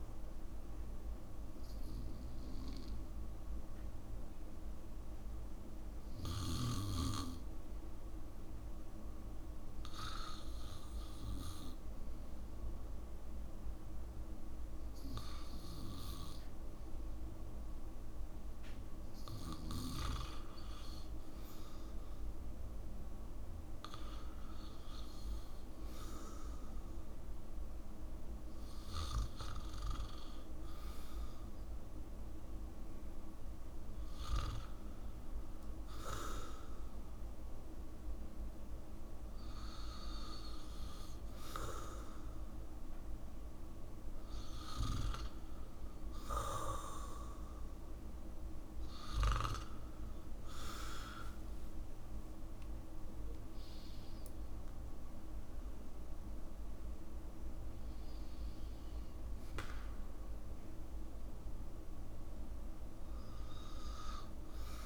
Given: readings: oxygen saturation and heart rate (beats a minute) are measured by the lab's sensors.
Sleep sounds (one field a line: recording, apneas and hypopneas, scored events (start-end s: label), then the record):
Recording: breathing in sleep by a room microphone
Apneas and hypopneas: 1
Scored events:
0.00-28.00 s: oxygen desaturation (device-marked, oxygen 85% lowest, heart rate 74 extreme)
6.00-21.00 s: hypopnea (oxygen 95% before, 85% lowest, heart rate 72 before, 74 extreme, up 0 after)
23.00-26.00 s: arousal
52.00-56.50 s: arousal
60.00-64.86 s: new sleep stage, N2 (light sleep)
From the record:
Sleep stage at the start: REM sleep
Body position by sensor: on the back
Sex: male